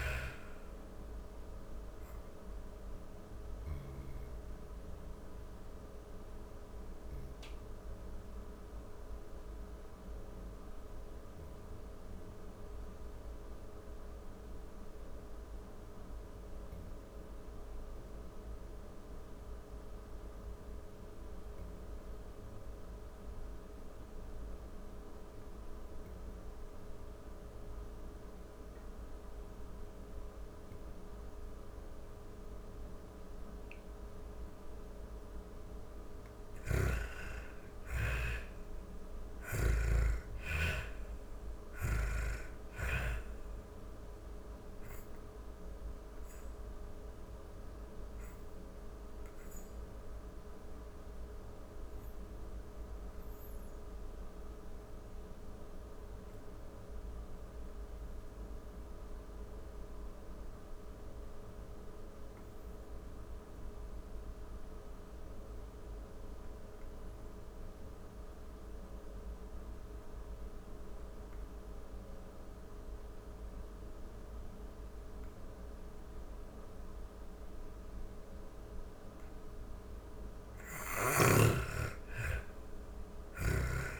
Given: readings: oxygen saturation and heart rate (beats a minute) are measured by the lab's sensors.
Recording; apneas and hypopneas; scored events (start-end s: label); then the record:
breathing in sleep by a room microphone; 2
0.00-2.50 s: snoring (device-marked)
0.00-17.50 s: oxygen desaturation (device-marked, oxygen 83% lowest, heart rate 40 extreme)
0.50-32.50 s: obstructive apnea (oxygen 98% before, 83% lowest)
24.50-59.50 s: oxygen desaturation (device-marked, oxygen 98% before, 87% lowest)
35.00-38.00 s: arousal
35.00-41.50 s: snoring (device-marked)
44.50-78.00 s: obstructive apnea (oxygen 98% before, 80% lowest)
73.50-83.99 s: oxygen desaturation (device-marked, oxygen 98% before, 80% lowest)
79.50-83.00 s: snoring (device-marked)
80.00-83.99 s: arousal
From the record:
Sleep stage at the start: N2 (light sleep); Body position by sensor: on the back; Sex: female